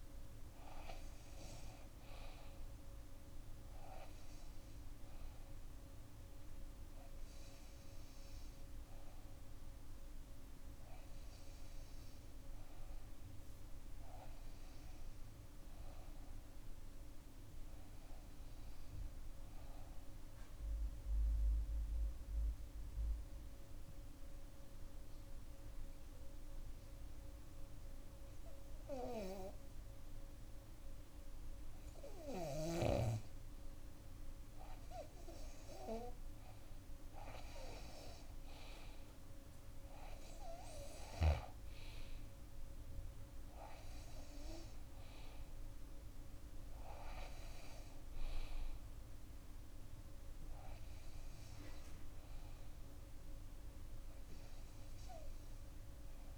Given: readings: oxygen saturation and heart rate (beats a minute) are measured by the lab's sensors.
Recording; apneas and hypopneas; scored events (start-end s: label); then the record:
breathing in sleep by a room microphone; 1
8.00-12.50 s: arousal
21.00-28.00 s: bradycardia (device-marked, heart rate 66 before, 58 extreme)
21.00-33.00 s: obstructive apnea (oxygen 97% before, 93% lowest, heart rate 64 before, 58 extreme, up 9 after)
37.00-41.00 s: arousal
46.00-56.38 s: oxygen desaturation (device-marked, oxygen 97% before, 93% lowest, heart rate 63 before, 60 extreme)
From the record:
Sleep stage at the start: REM sleep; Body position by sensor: on the back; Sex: female